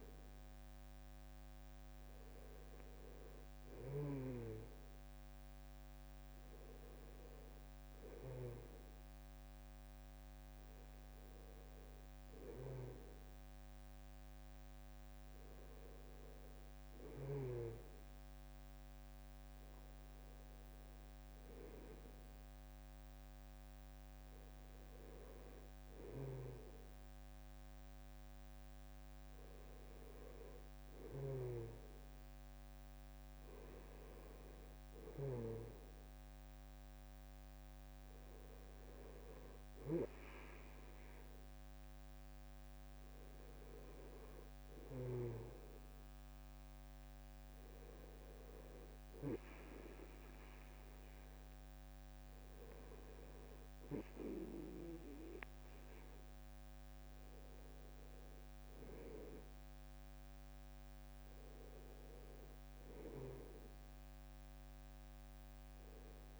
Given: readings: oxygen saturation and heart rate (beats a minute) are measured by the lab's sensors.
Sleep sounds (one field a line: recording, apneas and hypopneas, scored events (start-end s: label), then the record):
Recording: breathing in sleep by a microphone on the trachea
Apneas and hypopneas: none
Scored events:
none scored
From the record:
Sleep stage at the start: N2 (light sleep)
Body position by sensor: on the back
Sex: male